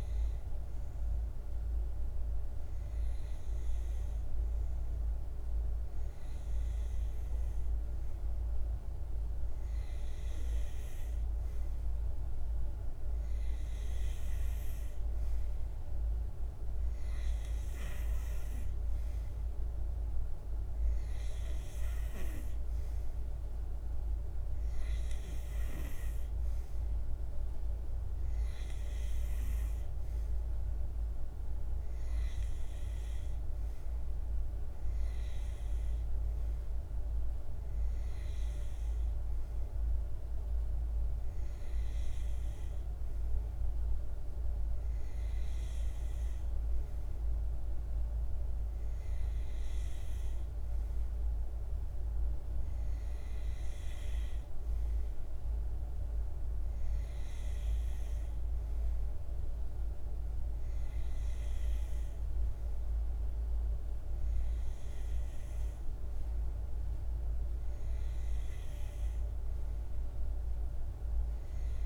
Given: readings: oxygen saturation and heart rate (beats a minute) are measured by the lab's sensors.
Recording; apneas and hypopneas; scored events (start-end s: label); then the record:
breathing in sleep, hard to hear, by a room microphone; none
none scored
From the record:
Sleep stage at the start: N2 (light sleep); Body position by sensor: on the back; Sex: male